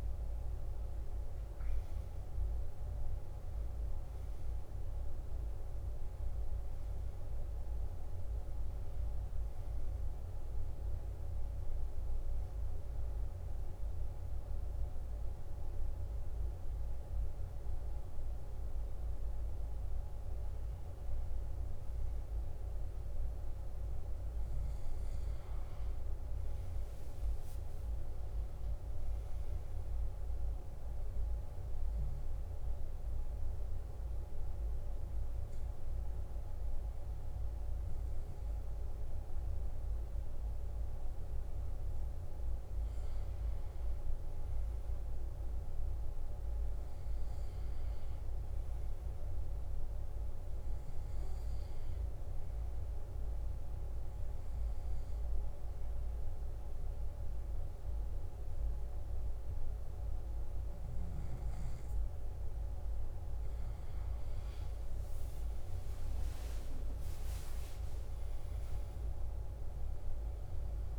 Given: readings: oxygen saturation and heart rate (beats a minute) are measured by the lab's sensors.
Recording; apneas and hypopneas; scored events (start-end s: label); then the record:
a person partly awake in a sleep study, hard to hear, by a room microphone; 1
1.50-31.50 s: new sleep stage, N1 (lightest sleep)
25.50-43.50 s: oxygen desaturation (device-marked, oxygen 96% before, 93% lowest, heart rate 63 before, 59 extreme)
26.50-30.50 s: arousal
31.50-70.99 s: new sleep stage, N2 (light sleep)
33.50-43.50 s: hypopnea (oxygen 97% before, 92% lowest, heart rate 61 before, 59 extreme, up 3 after)
45.50-50.00 s: arousal
From the record:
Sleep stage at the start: awake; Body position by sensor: on the back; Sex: male